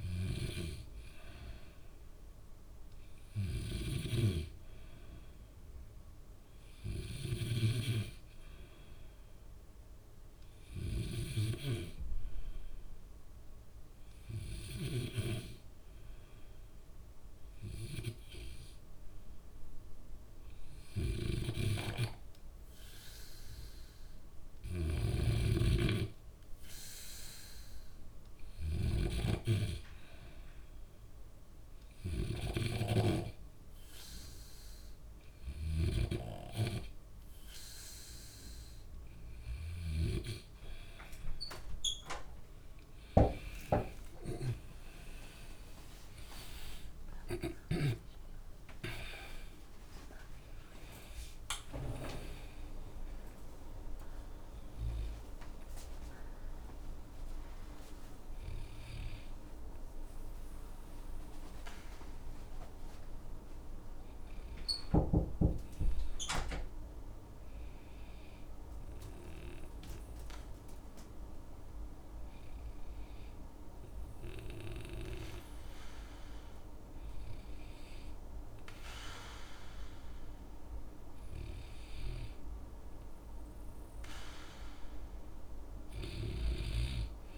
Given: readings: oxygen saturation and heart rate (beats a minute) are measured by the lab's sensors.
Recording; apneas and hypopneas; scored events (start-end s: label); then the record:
breathing in sleep by a room microphone; 1
16.00-38.00 s: hypopnea (oxygen 95% before, 93% lowest, heart rate 65 before, 63 extreme, up 1 after)
43.00-46.50 s: arousal
From the record:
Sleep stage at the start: N2 (light sleep); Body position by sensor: on the back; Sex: male